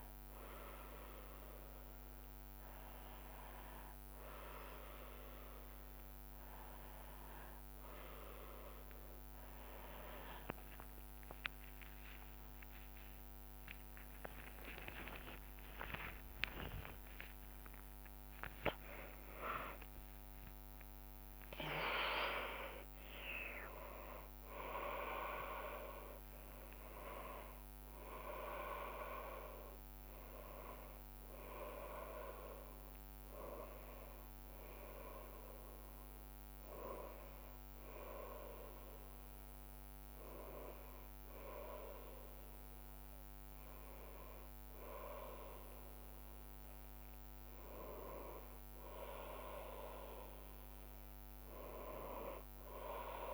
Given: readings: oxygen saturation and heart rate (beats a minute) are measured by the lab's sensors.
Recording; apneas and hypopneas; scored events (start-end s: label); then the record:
a person awake in a sleep study, by a microphone on the trachea; none
7.50-19.50 s: tachycardia (device-marked, heart rate 78 before, 184 extreme)
19.50-20.50 s: drop in pulse transit time (device-marked, heart rate 113 before, 150 extreme)
24.50-30.50 s: tachycardia (device-marked, heart rate 80 before, 102 extreme)
47.50-53.34 s: new sleep stage, N1 (lightest sleep)
From the record:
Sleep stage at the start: awake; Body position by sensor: on the back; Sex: female